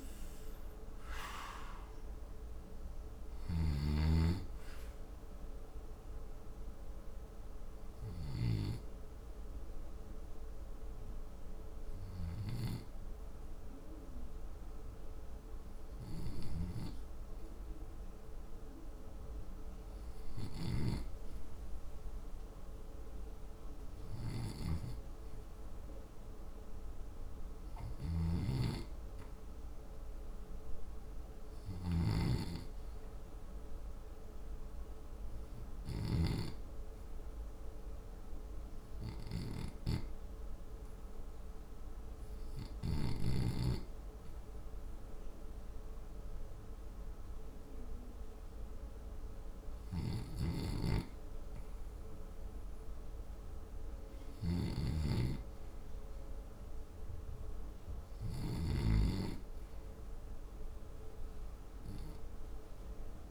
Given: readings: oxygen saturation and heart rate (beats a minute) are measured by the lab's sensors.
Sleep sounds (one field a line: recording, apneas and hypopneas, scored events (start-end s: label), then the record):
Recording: breathing in sleep by a room microphone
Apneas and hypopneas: 1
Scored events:
4.50-18.50 s: oxygen desaturation (device-marked, oxygen 87% before, 80% lowest, heart rate 73 before, 63 extreme)
8.50-52.00 s: obstructive apnea (oxygen 89% before, 80% lowest, heart rate 75 before, 62 extreme, up 4 after)
27.50-63.31 s: oxygen desaturation (device-marked, oxygen 99% before, 80% lowest, heart rate 75 before, 62 extreme)
55.50-58.50 s: arousal
From the record:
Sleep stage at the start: REM sleep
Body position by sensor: on the back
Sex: male